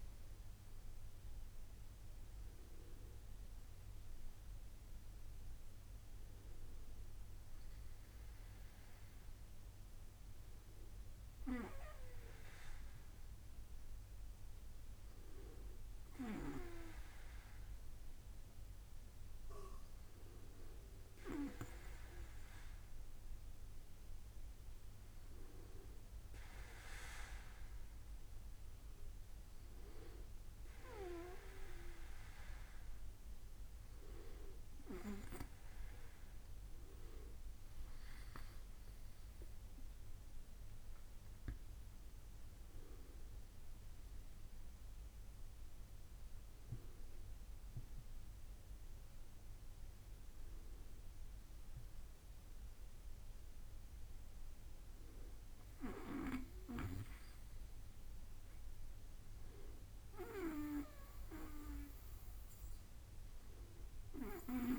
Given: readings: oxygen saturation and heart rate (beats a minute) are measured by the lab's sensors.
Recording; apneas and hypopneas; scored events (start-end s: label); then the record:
breathing in sleep by a room microphone; none
none scored
From the record:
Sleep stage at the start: N2 (light sleep); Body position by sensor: on the back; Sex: male